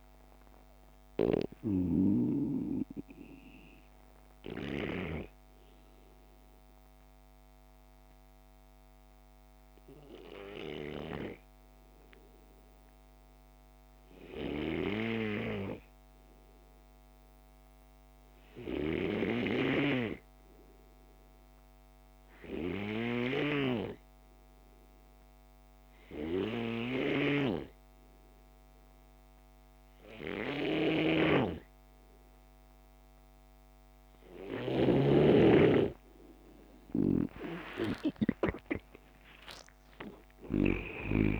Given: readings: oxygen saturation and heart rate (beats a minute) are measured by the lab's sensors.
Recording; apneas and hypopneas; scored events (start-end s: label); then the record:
breathing in sleep by a microphone on the trachea; 1
0.00-2.50 s: snoring (device-marked)
0.00-15.50 s: oxygen desaturation (device-marked, oxygen 83% lowest)
0.50-37.00 s: obstructive apnea (oxygen 97% before, 83% lowest)
31.50-41.40 s: oxygen desaturation (device-marked, oxygen 98% before, 86% lowest)
39.00-41.40 s: arousal
From the record:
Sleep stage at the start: N2 (light sleep); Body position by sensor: on the back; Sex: male